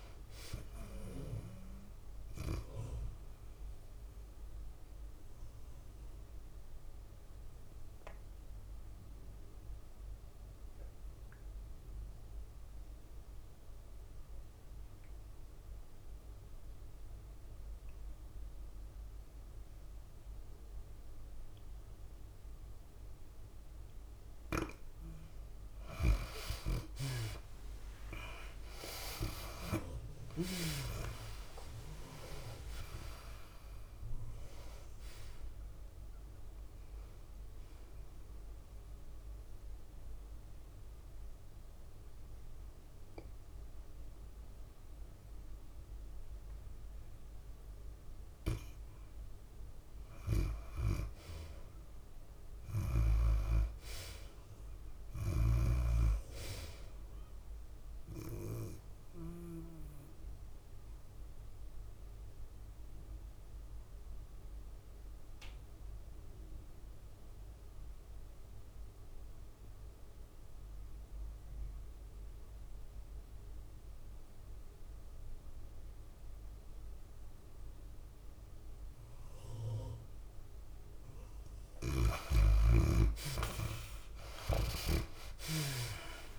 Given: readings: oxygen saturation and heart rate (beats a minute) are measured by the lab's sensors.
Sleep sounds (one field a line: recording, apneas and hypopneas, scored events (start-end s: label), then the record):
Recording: breathing in sleep by a room microphone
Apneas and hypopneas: 3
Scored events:
0.00-10.00 s: tachycardia (device-marked, heart rate 105 extreme)
0.00-12.00 s: drop in pulse transit time (device-marked, heart rate 100 extreme)
0.00-13.00 s: oxygen desaturation (device-marked, oxygen 82% lowest, heart rate 92 extreme)
5.00-25.50 s: obstructive apnea (oxygen 97% before, 75% lowest, heart rate 101 before, 92 extreme, up 12 after)
26.00-55.00 s: oxygen desaturation (device-marked, oxygen 95% before, 75% lowest, heart rate 98 before, 94 extreme)
27.50-30.50 s: arousal
28.00-53.00 s: tachycardia (device-marked, heart rate 107 before, 117 extreme)
32.00-46.00 s: drop in pulse transit time (device-marked, heart rate 96 before, 103 extreme)
39.50-50.50 s: obstructive apnea (oxygen 95% before, 74% lowest, heart rate 99 before, 97 extreme, up 9 after)
43.50-45.50 s: long interval between heartbeats (device-marked, heart rate 101 before, 113 extreme)
53.50-56.50 s: arousal
54.00-65.00 s: tachycardia (device-marked, heart rate 107 before, 111 extreme)
57.00-73.00 s: oxygen desaturation (device-marked, oxygen 97% before, 86% lowest, heart rate 110 before, 88 extreme)
61.00-82.00 s: obstructive apnea (oxygen 97% before, 73% lowest, heart rate 109 before, 88 extreme, up 13 after)
78.00-86.39 s: oxygen desaturation (device-marked, oxygen 93% before, 74% lowest, heart rate 100 before, 89 extreme)
84.50-86.39 s: arousal
From the record:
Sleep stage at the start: N2 (light sleep)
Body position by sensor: on the back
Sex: female